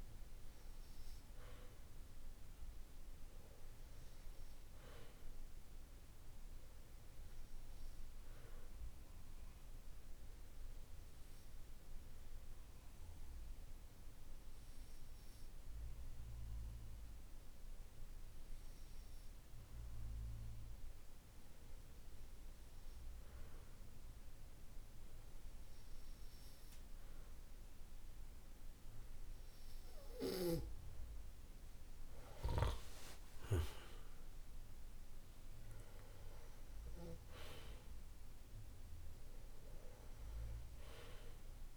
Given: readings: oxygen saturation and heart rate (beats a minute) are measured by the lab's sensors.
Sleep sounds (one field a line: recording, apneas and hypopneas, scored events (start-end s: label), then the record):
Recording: breathing in sleep by a room microphone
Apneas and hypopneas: 1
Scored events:
7.00-29.50 s: hypopnea (oxygen 96% before, 93% lowest, heart rate 51 before, 49 extreme, up 10 after)
31.50-36.00 s: arousal
From the record:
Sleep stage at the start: N2 (light sleep)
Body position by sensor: on the back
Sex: male